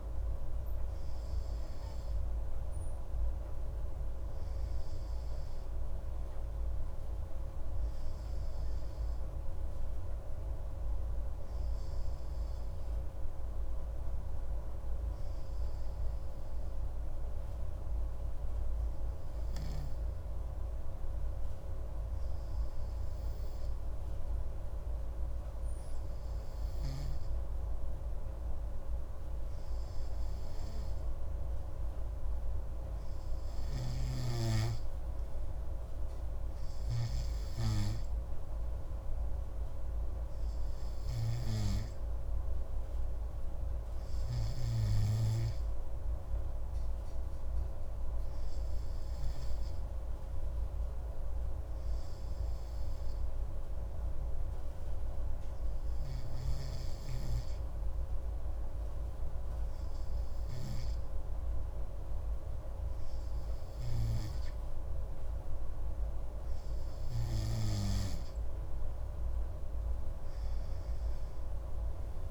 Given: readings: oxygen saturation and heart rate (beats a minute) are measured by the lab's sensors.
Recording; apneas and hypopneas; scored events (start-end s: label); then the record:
breathing in sleep, hard to hear, by a room microphone; none
34.00-37.50 s: snoring (device-marked)
56.50-64.50 s: snoring (device-marked)
From the record:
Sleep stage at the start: N2 (light sleep); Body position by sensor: on the right side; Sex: male